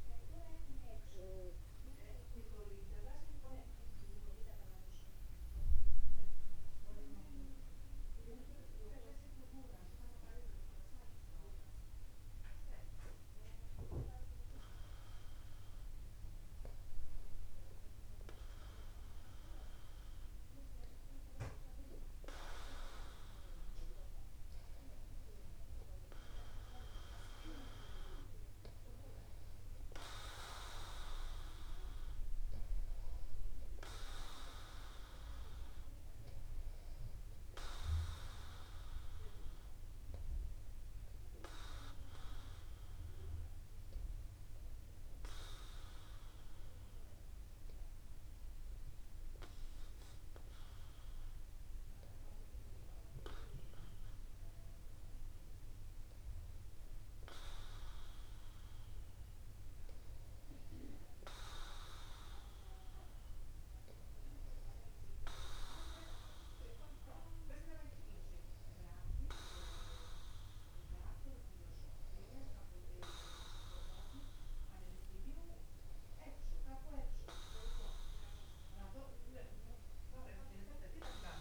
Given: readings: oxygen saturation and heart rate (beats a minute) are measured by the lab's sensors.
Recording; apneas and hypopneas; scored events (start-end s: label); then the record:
breathing in sleep by a room microphone; 1
5.50-18.00 s: obstructive apnea (oxygen 97% before, 95% lowest)
15.00-17.00 s: long interval between heartbeats (device-marked, heart rate 50 before, 52 extreme)
20.50-24.00 s: arousal
33.50-35.50 s: long interval between heartbeats (device-marked)
46.50-48.50 s: long interval between heartbeats (device-marked)
52.50-54.50 s: long interval between heartbeats (device-marked)
58.50-60.50 s: long interval between heartbeats (device-marked)
65.50-67.50 s: long interval between heartbeats (device-marked, heart rate 32 before, 33 extreme)
From the record:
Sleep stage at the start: N2 (light sleep); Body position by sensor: upright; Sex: male